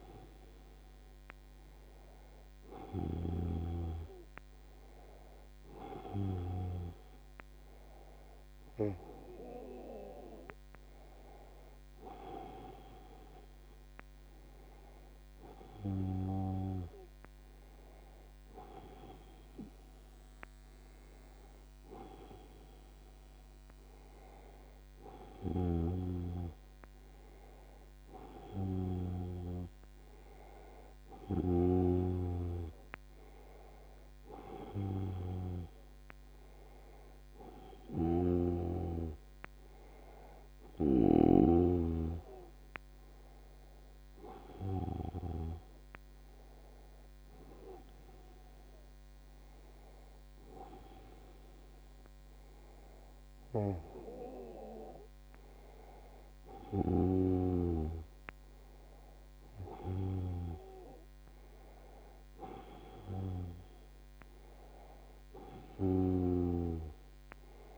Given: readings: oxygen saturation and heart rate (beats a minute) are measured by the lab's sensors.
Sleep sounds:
breathing in sleep by a microphone on the trachea; none
none scored
From the record:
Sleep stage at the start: N1 (lightest sleep); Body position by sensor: on the back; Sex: male

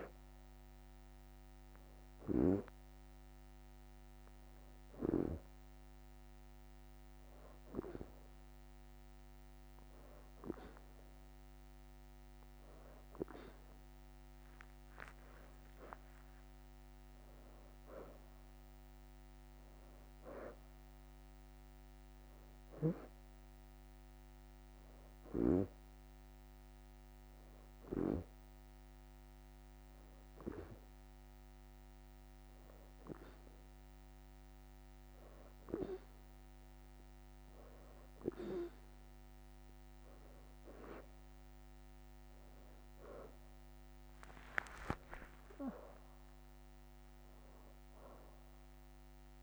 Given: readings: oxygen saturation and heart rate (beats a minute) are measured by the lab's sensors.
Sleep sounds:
breathing in sleep by a microphone on the trachea; 2
0.00-9.50 s: oxygen desaturation (device-marked, oxygen 89% lowest, heart rate 81 extreme)
2.00-12.50 s: hypopnea (oxygen 92% before, 89% lowest, heart rate 85 before, 81 extreme, up 4 after)
14.00-18.00 s: arousal
16.00-17.50 s: leg movement (device-marked)
17.50-33.50 s: oxygen desaturation (device-marked, oxygen 92% before, 89% lowest, heart rate 85 before, 81 extreme)
25.00-37.00 s: hypopnea (oxygen 92% before, 88% lowest, heart rate 85 before, 81 extreme, up 6 after)
40.50-49.43 s: oxygen desaturation (device-marked, oxygen 92% before, 89% lowest, heart rate 83 before, 82 extreme)
41.00-45.50 s: leg movement (device-marked)
41.00-46.50 s: arousal
From the record:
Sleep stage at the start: N2 (light sleep); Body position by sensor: on the back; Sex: female

